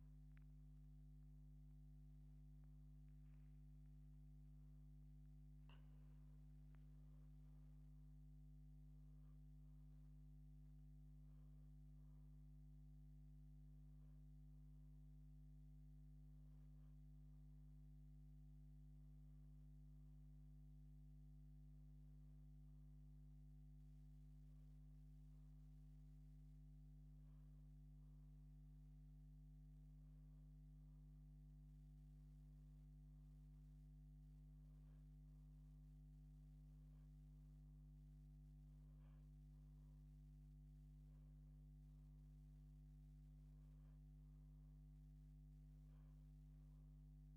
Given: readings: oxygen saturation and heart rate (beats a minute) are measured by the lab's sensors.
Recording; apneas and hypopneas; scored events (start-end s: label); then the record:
breathing in sleep, hard to hear, by a microphone on the trachea; none
0.00-1.00 s: arousal
From the record:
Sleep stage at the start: N1 (lightest sleep); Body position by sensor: on the back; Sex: female